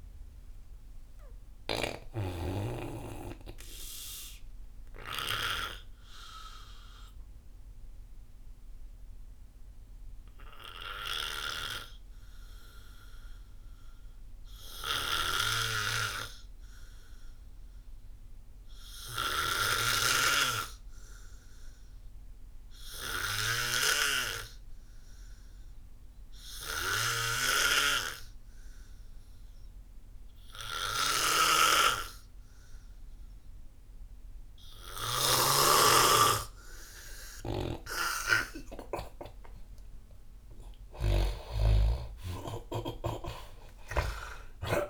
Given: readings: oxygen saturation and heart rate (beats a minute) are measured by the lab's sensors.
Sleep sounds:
breathing in sleep by a room microphone; 1
0.00-3.00 s: snoring (device-marked)
0.00-16.00 s: oxygen desaturation (device-marked, oxygen 83% lowest)
1.00-37.50 s: obstructive apnea (oxygen 97% before, 83% lowest)
32.00-44.89 s: oxygen desaturation (device-marked, oxygen 98% before, 86% lowest)
39.50-44.89 s: arousal
From the record:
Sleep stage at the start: N2 (light sleep); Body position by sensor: on the back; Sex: male

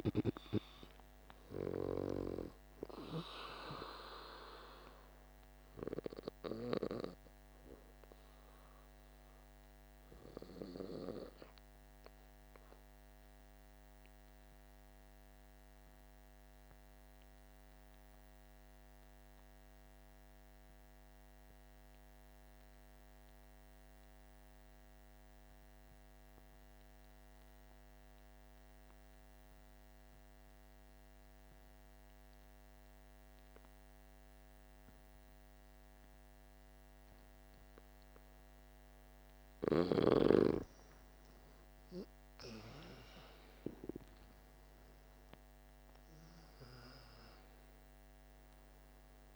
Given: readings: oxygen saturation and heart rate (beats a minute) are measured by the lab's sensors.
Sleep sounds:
breathing in sleep by a microphone on the trachea; 1
0.00-18.00 s: oxygen desaturation (device-marked, oxygen 87% lowest, heart rate 49 extreme)
12.50-38.00 s: mixed apnea (oxygen 96% before, 87% lowest, heart rate 56 before, 49 extreme, up 10 after)
38.00-49.36 s: oxygen desaturation (device-marked, oxygen 98% before, 89% lowest, heart rate 50 before, 49 extreme)
40.00-45.00 s: arousal
From the record:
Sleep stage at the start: N2 (light sleep); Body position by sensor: on the back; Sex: male

